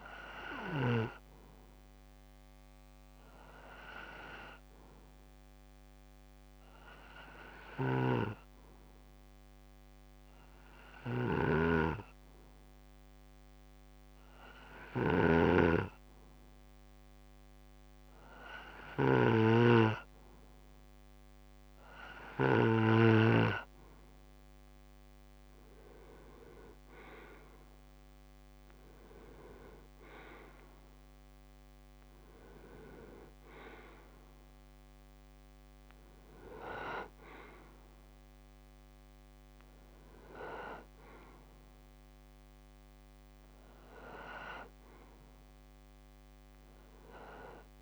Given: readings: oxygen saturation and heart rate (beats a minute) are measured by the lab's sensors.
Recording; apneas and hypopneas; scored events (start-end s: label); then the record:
breathing in sleep by a microphone on the trachea; 1
3.50-18.00 s: obstructive apnea (oxygen 94% before, 91% lowest, heart rate 65 before, 64 extreme, up 1 after)
7.50-22.50 s: snoring (device-marked)
20.50-23.50 s: arousal
20.50-47.82 s: oxygen desaturation (device-marked, oxygen 95% before, 91% lowest, heart rate 64 before, 64 extreme)
From the record:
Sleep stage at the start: N2 (light sleep); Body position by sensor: on the back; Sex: male